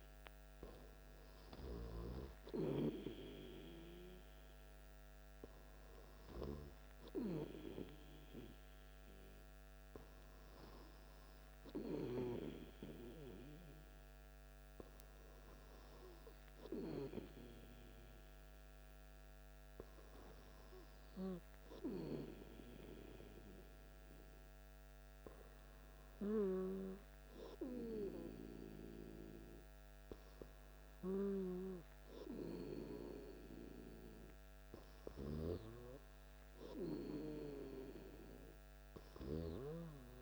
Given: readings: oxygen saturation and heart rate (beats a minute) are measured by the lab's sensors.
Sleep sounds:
breathing in sleep by a microphone on the trachea; none
none scored
From the record:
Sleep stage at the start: N2 (light sleep); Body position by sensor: on the back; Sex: male

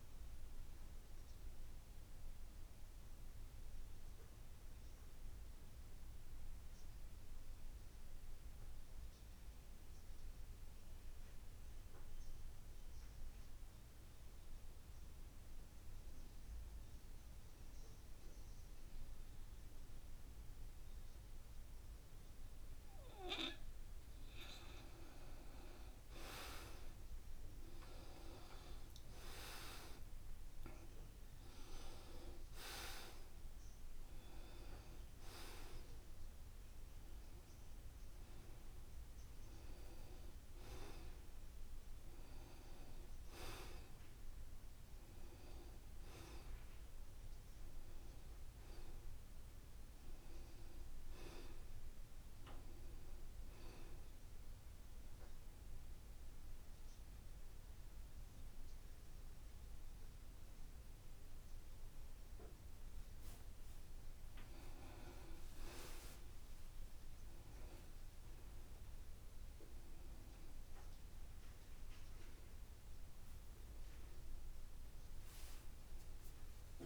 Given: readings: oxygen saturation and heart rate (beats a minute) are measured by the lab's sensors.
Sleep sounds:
breathing in sleep by a room microphone; 2
1.00-24.00 s: obstructive apnea (oxygen 95% before, 85% lowest, heart rate 76 before, 70 extreme, up 6 after)
19.50-45.50 s: oxygen desaturation (device-marked, oxygen 94% before, 85% lowest, heart rate 72 before, 70 extreme)
26.50-30.00 s: arousal
55.00-65.00 s: central apnea (oxygen 94% before, 89% lowest, heart rate 74 before, 70 extreme, up 18 after)
66.00-68.00 s: long interval between heartbeats (device-marked, heart rate 73 before, 80 extreme)
67.50-71.00 s: arousal
70.50-76.86 s: oxygen desaturation (device-marked, oxygen 94% before, 91% lowest, heart rate 75 before, 73 extreme)
From the record:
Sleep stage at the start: N2 (light sleep); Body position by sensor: on the back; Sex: male

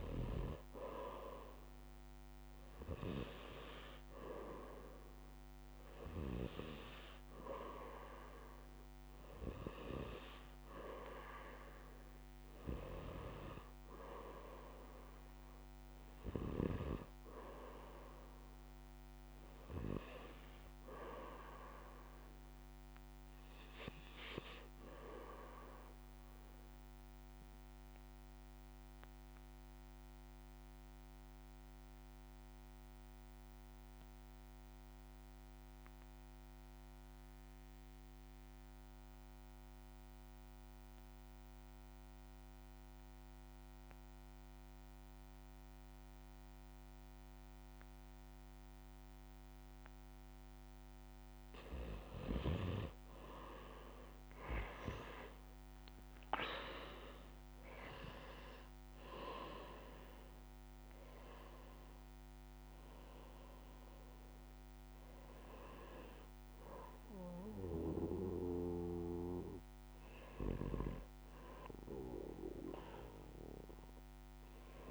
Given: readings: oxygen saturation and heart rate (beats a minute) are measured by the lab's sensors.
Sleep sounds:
breathing in sleep by a microphone on the trachea; 1
0.00-14.50 s: oxygen desaturation (device-marked, oxygen 91% lowest, heart rate 59 extreme)
27.00-50.50 s: obstructive apnea (oxygen 96% before, 84% lowest, heart rate 70 before, 59 extreme, up 10 after)
41.50-74.91 s: oxygen desaturation (device-marked, oxygen 96% before, 84% lowest, heart rate 63 before, 63 extreme)
53.00-56.50 s: arousal
From the record:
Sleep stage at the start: REM sleep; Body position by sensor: on the back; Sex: male

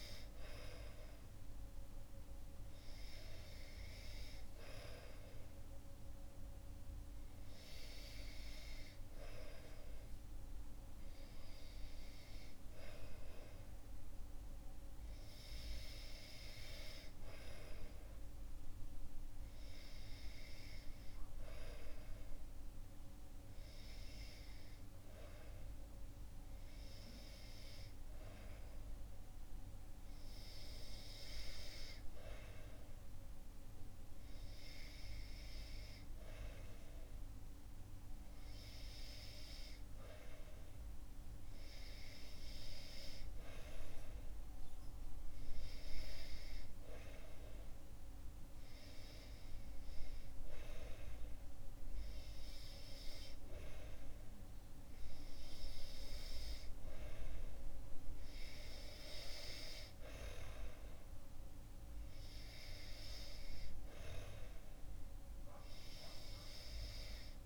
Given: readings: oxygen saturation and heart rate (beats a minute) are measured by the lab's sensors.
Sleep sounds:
breathing in sleep by a room microphone; none
none scored
From the record:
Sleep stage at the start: REM sleep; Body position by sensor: on the back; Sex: male

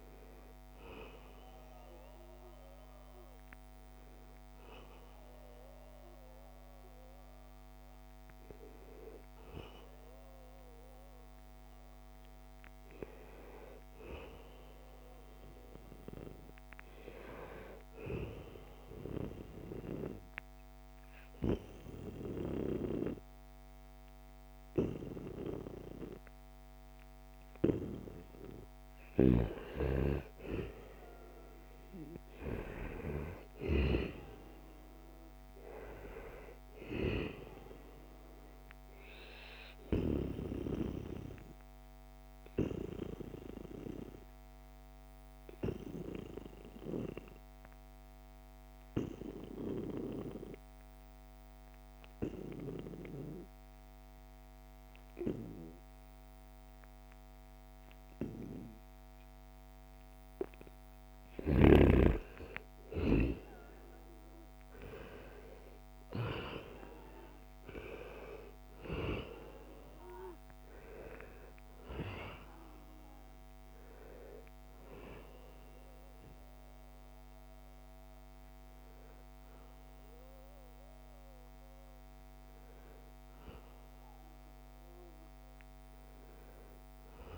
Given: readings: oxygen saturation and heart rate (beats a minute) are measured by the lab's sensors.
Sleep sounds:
breathing in sleep by a microphone on the trachea; 2
0.00-1.00 s: oxygen desaturation (device-marked, oxygen 86% lowest, heart rate 69 extreme)
1.00-6.00 s: arousal
18.50-29.00 s: obstructive apnea (oxygen 98% before, 90% lowest, heart rate 83 before, 73 extreme, up 1 after)
27.00-49.00 s: oxygen desaturation (device-marked, oxygen 97% before, 93% lowest, heart rate 79 before, 72 extreme)
30.50-35.50 s: arousal
38.50-61.00 s: obstructive apnea (oxygen 97% before, 90% lowest, heart rate 78 before, 72 extreme, up 2 after)
62.00-87.00 s: oxygen desaturation (device-marked, oxygen 96% before, 90% lowest, heart rate 75 before, 74 extreme)
62.50-67.00 s: arousal
From the record:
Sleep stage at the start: N2 (light sleep); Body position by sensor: on the right side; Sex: male

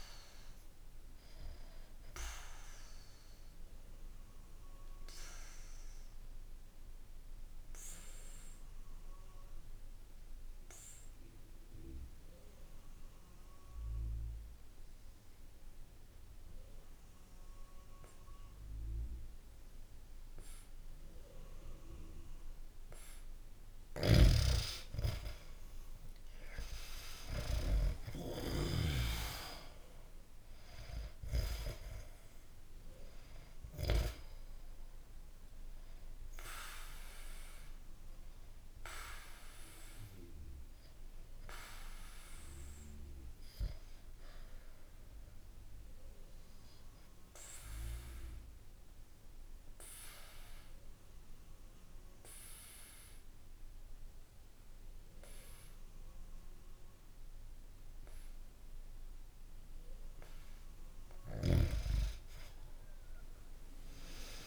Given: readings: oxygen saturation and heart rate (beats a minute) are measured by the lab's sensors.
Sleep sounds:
breathing in sleep by a room microphone; 2
0.00-14.00 s: oxygen desaturation (device-marked, oxygen 92% lowest, heart rate 55 extreme)
1.00-23.00 s: obstructive apnea (oxygen 98% before, 90% lowest, heart rate 65 before, 55 extreme, up 10 after)
23.50-29.00 s: snoring (device-marked)
25.50-29.50 s: arousal
26.00-59.00 s: oxygen desaturation (device-marked, oxygen 97% before, 90% lowest, heart rate 63 before, 63 extreme)
45.00-59.50 s: obstructive apnea (oxygen 97% before, 90% lowest, heart rate 63 before, 64 extreme, up 0 after)
61.00-64.47 s: arousal
From the record:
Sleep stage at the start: N2 (light sleep); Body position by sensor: on the back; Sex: male

